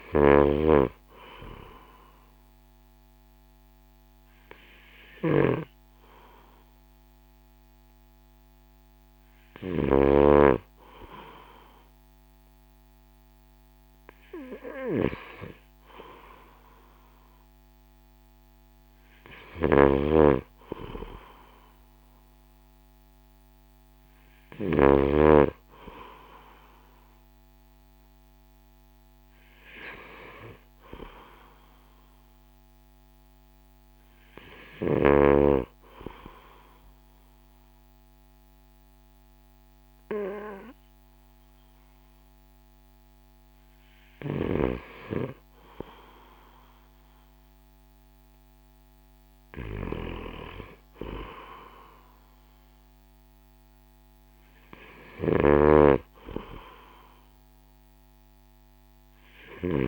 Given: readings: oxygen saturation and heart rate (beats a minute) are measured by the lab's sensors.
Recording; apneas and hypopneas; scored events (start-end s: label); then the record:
breathing in sleep by a microphone on the trachea; none
0.00-9.50 s: snoring (device-marked)
19.00-24.50 s: snoring (device-marked)
From the record:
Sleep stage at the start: N2 (light sleep); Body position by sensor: on the right side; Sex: male